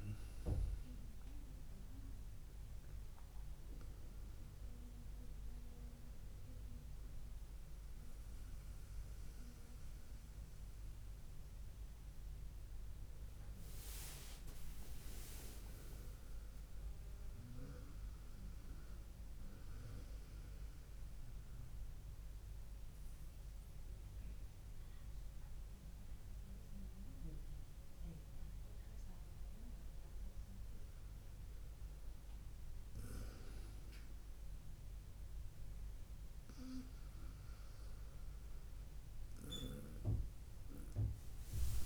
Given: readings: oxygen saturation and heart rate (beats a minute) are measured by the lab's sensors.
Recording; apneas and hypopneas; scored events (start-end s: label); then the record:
breathing in sleep by a room microphone; 1
19.50-31.00 s: central apnea (oxygen 99% before, 96% lowest, heart rate 61 before, 55 extreme, up 2 after)
20.00-41.86 s: new sleep stage, N2 (light sleep)
38.00-41.86 s: arousal
From the record:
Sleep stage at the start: N1 (lightest sleep); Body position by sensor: on the right side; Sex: male